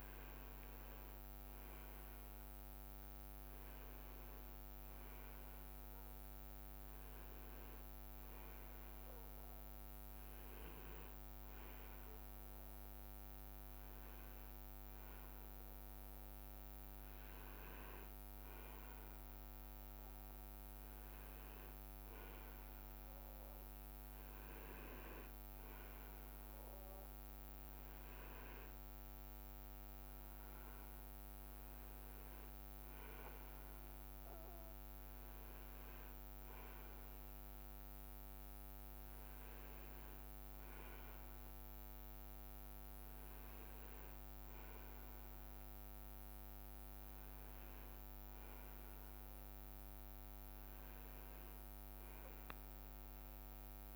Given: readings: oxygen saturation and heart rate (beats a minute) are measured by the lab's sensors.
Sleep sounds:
breathing in sleep, hard to hear, by a microphone on the trachea; none
5.00-9.50 s: leg movement (device-marked)
15.50-23.50 s: leg movement (device-marked)
32.00-35.00 s: leg movement (device-marked)
43.50-48.00 s: leg movement (device-marked)
52.50-53.95 s: leg movement (device-marked)
From the record:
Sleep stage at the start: N2 (light sleep); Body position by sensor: on the right side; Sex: male

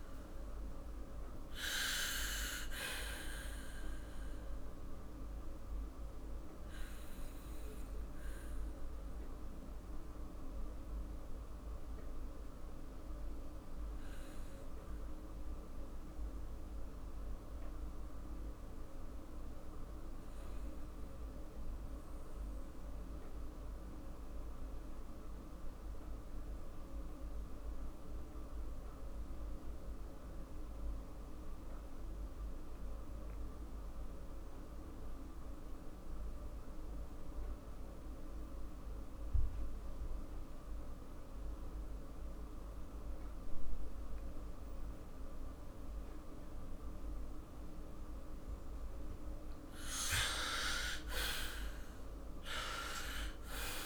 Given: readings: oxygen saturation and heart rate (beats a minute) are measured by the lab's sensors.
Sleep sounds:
breathing in sleep by a room microphone; 1
6.00-47.00 s: obstructive apnea (oxygen 99% before, 91% lowest, heart rate 54 before, 44 extreme, up 12 after)
28.50-45.50 s: oxygen desaturation (device-marked, oxygen 98% before, 92% lowest, heart rate 47 before, 47 extreme)
50.00-53.86 s: arousal
From the record:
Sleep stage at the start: N2 (light sleep); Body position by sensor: on the back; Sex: male

